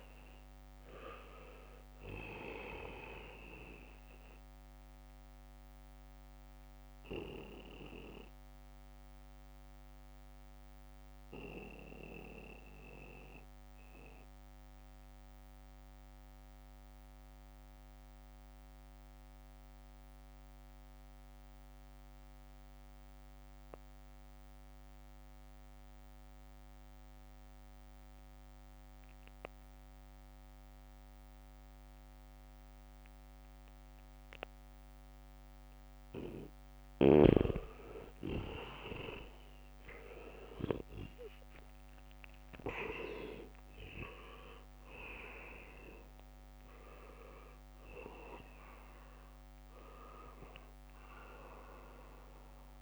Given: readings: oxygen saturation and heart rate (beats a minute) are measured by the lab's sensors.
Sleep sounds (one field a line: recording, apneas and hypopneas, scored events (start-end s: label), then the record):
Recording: breathing in sleep by a microphone on the trachea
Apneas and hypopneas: 1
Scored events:
0.00-20.00 s: oxygen desaturation (device-marked, oxygen 79% lowest, heart rate 61 extreme)
5.00-36.50 s: mixed apnea (oxygen 99% before, 78% lowest, heart rate 67 before, 61 extreme, up 7 after)
30.00-52.82 s: oxygen desaturation (device-marked, oxygen 99% before, 78% lowest, heart rate 72 before, 61 extreme)
42.00-47.50 s: arousal
From the record:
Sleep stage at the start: N2 (light sleep)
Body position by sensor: on the back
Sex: male